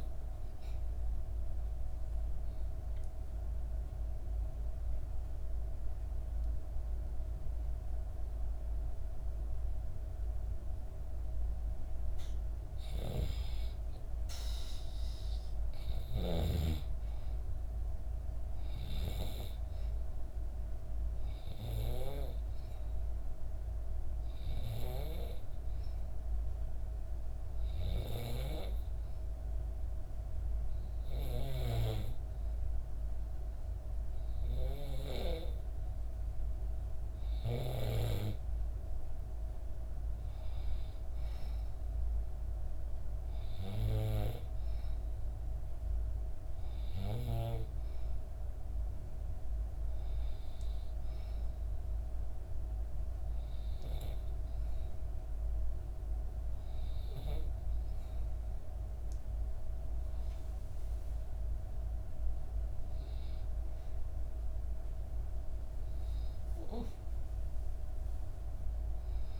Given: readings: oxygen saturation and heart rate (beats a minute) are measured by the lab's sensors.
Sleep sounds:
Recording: breathing in sleep by a room microphone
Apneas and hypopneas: 2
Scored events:
0.50-11.50 s: obstructive apnea (oxygen 95% before, 92% lowest, heart rate 66 before, 63 extreme, up 3 after)
13.00-16.50 s: arousal
26.00-37.00 s: obstructive apnea (oxygen 95% before, 92% lowest, heart rate 66 before, 63 extreme, up 3 after)
39.50-43.50 s: arousal
65.50-69.40 s: arousal
From the record:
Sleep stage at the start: N2 (light sleep)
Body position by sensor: on the back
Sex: female

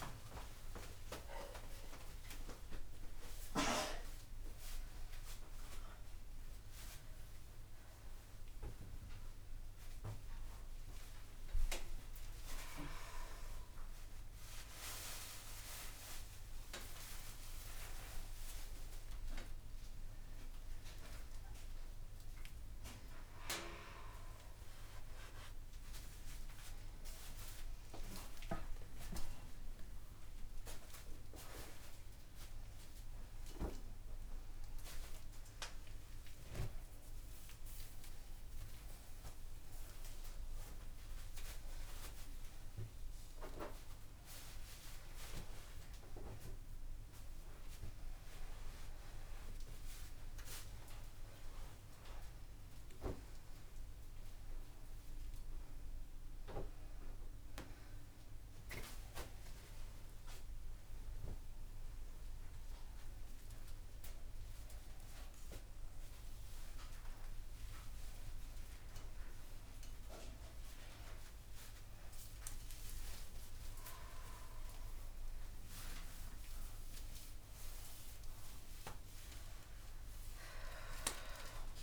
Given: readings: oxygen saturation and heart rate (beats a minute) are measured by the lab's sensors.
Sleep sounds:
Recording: a person awake in a sleep study, by a room microphone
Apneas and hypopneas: none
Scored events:
none scored
From the record:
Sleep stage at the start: awake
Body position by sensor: upright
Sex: female

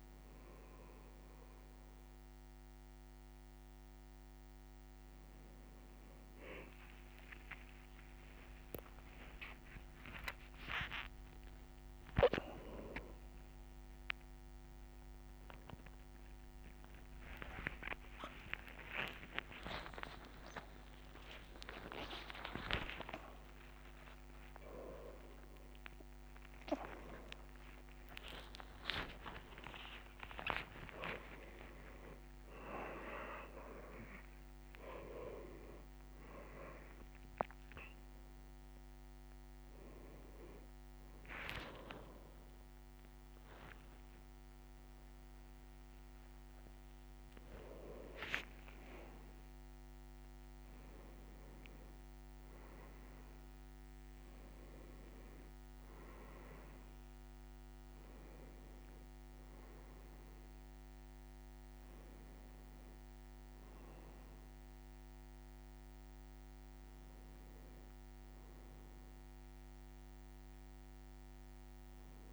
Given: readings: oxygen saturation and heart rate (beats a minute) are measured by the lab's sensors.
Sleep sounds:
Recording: a person awake in a sleep study, by a microphone on the trachea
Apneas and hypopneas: none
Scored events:
41.00-49.50 s: leg movement (device-marked)
From the record:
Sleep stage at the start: awake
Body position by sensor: on the right side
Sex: male

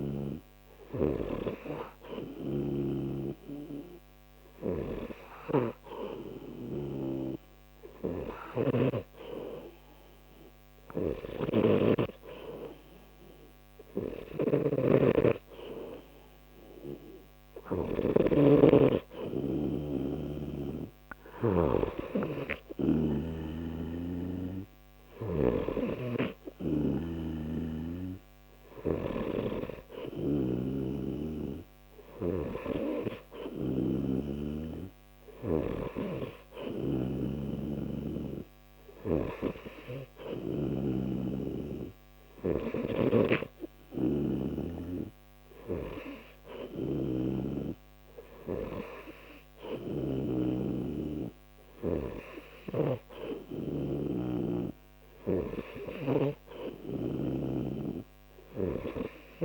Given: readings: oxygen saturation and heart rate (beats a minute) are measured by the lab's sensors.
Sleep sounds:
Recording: breathing in sleep by a microphone on the trachea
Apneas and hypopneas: 1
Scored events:
0.00-25.50 s: snoring (device-marked)
4.50-17.00 s: hypopnea (oxygen 93% before, 92% lowest, heart rate 47 before, 37 extreme, up 19 after)
19.50-22.00 s: arousal
30.00-34.00 s: snoring (device-marked)
36.00-39.50 s: snoring (device-marked)
44.00-50.50 s: snoring (device-marked)
52.50-59.45 s: snoring (device-marked)
From the record:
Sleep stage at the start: N2 (light sleep)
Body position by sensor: on the right side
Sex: male

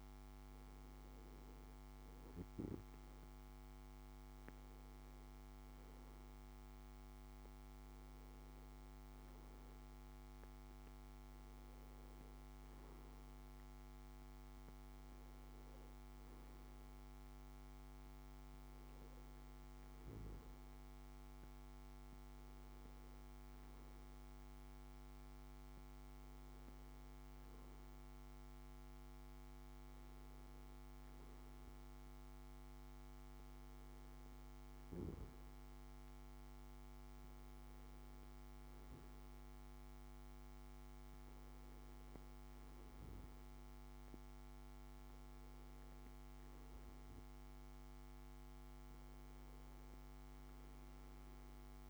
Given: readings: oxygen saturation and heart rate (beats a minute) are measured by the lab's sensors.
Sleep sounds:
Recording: breathing in sleep, hard to hear, by a microphone on the trachea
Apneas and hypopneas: none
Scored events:
none scored
From the record:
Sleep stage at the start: N2 (light sleep)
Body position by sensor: on the back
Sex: male

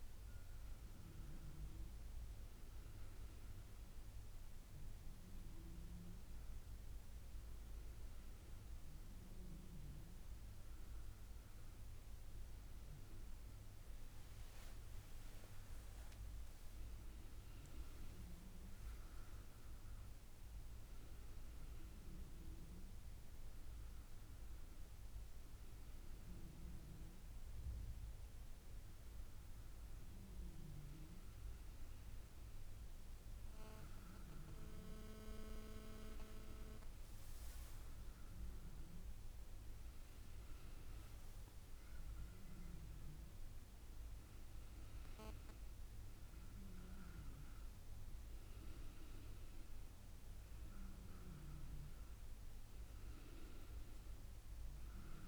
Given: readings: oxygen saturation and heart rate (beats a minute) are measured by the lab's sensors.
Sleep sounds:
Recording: a person awake in a sleep study, hard to hear, by a room microphone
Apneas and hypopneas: none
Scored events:
0.00-1.50 s: drop in pulse transit time (device-marked, heart rate 82 extreme)
From the record:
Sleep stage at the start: awake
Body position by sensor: on the back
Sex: female

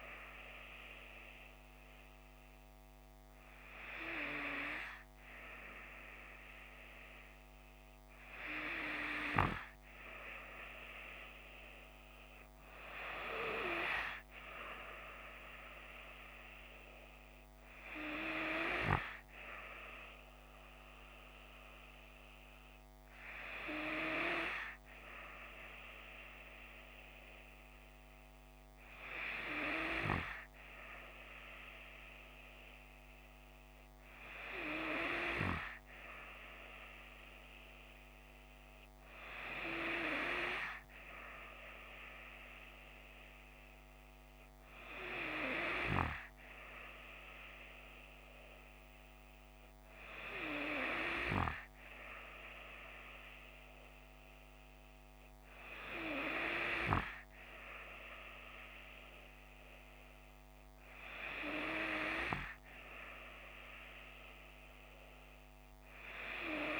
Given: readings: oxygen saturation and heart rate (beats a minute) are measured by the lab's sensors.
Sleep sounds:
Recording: breathing in sleep by a microphone on the trachea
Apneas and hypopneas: none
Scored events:
none scored
From the record:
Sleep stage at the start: N3 (deep sleep)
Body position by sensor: on the left side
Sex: female

